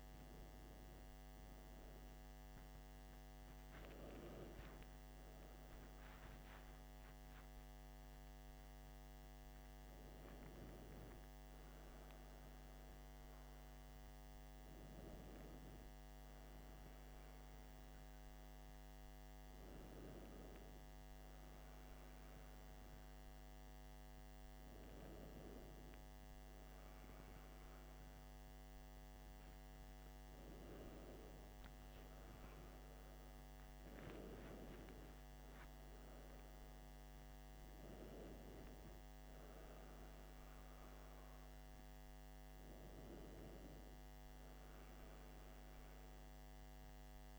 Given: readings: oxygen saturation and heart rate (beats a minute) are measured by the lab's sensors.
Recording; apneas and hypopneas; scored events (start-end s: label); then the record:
breathing in sleep, hard to hear, by a microphone on the trachea; none
4.00-9.00 s: arousal
From the record:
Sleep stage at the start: N1 (lightest sleep); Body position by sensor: on the back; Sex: male